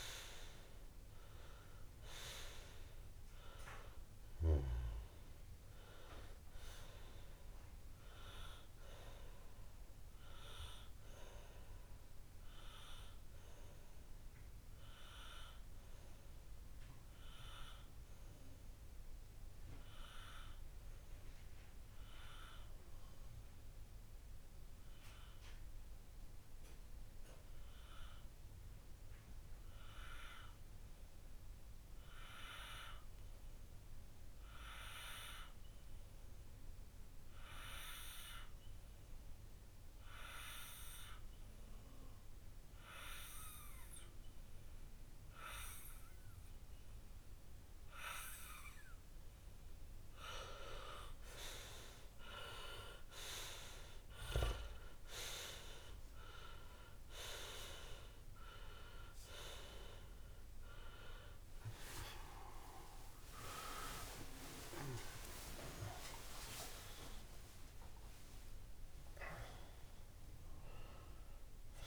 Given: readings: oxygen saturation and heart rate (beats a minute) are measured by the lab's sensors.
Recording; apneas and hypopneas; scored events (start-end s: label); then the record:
breathing in sleep by a room microphone; 1
12.50-50.50 s: obstructive apnea (oxygen 99% before, 93% lowest)
47.00-64.00 s: oxygen desaturation (device-marked, oxygen 98% before, 93% lowest)
61.50-66.00 s: arousal
64.00-66.00 s: long interval between heartbeats (device-marked)
From the record:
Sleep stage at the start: N2 (light sleep); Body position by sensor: on the left side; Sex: male